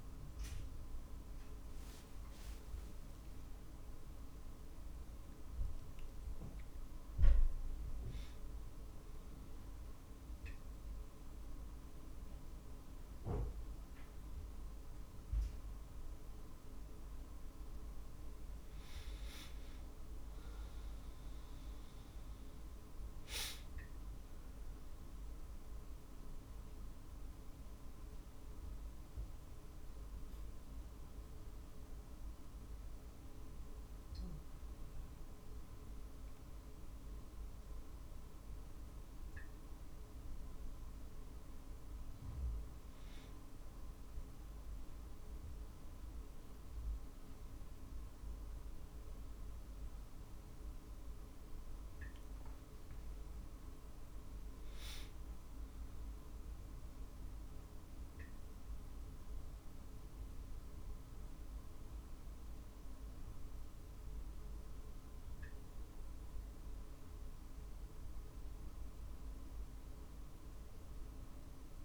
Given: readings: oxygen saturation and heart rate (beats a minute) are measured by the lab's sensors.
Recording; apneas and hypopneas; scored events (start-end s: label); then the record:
a person awake in a sleep study, hard to hear, by a room microphone; none
23.00-25.00 s: long interval between heartbeats (device-marked, heart rate 51 before, 58 extreme)
25.50-36.50 s: drop in pulse transit time (device-marked, heart rate 52 before, 50 extreme)
From the record:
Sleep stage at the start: awake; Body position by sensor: on the back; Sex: male